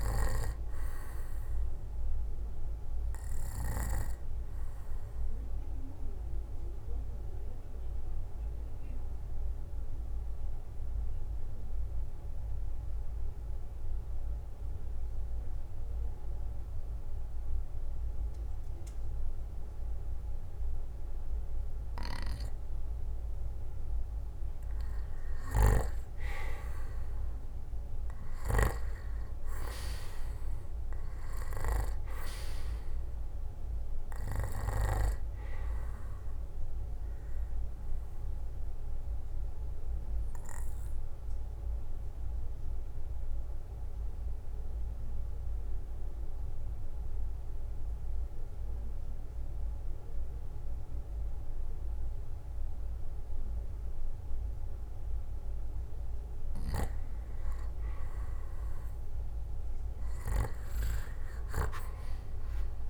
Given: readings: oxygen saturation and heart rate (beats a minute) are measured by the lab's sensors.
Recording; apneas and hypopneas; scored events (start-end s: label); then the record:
breathing in sleep by a room microphone; 2
0.00-15.50 s: oxygen desaturation (device-marked, oxygen 92% lowest, heart rate 58 extreme)
5.00-24.50 s: obstructive apnea (oxygen 97% before, 89% lowest, heart rate 65 before, 58 extreme, up 11 after)
26.50-48.50 s: oxygen desaturation (device-marked, oxygen 97% before, 89% lowest, heart rate 61 before, 59 extreme)
27.00-30.50 s: arousal
37.50-56.50 s: obstructive apnea (oxygen 97% before, 89% lowest, heart rate 66 before, 53 extreme, up 10 after)
60.50-62.89 s: arousal
61.50-62.89 s: drop in pulse transit time (device-marked, heart rate 63 before, 58 extreme)
From the record:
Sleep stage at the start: N2 (light sleep); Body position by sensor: on the back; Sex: male